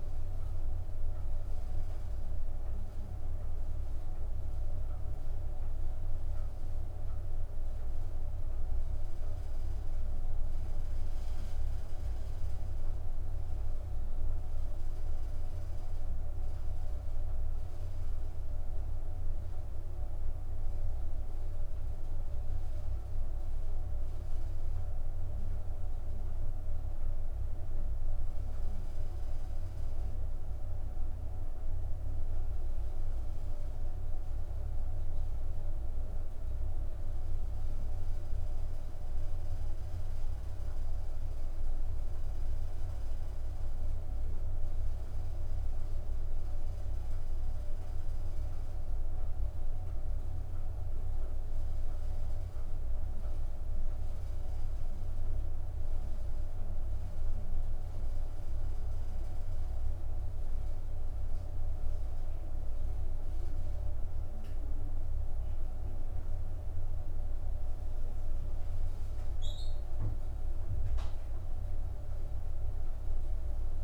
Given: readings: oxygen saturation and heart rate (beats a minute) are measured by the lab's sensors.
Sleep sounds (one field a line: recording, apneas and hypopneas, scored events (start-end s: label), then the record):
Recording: breathing in sleep, hard to hear, by a room microphone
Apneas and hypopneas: none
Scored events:
none scored
From the record:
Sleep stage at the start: N2 (light sleep)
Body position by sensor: upright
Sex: female